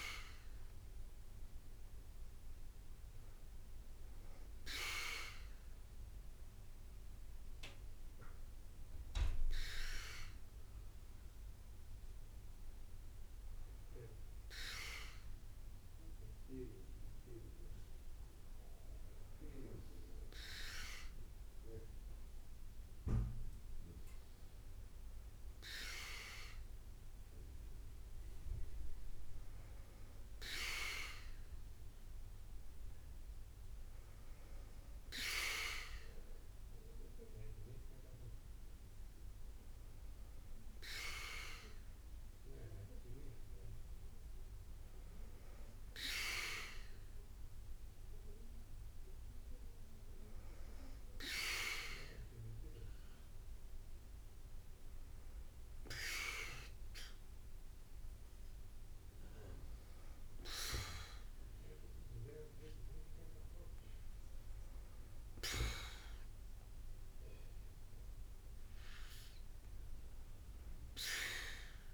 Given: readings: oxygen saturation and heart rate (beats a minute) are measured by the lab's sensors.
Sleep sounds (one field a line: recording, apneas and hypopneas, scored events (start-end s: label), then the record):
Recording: a person partly awake in a sleep study, by a room microphone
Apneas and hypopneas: none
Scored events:
5.00-35.00 s: new sleep stage, awake
35.00-71.94 s: new sleep stage, N2 (light sleep)
44.00-55.00 s: drop in pulse transit time (device-marked, heart rate 54 before, 53 extreme)
From the record:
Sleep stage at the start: N1 (lightest sleep)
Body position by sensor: on the back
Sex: female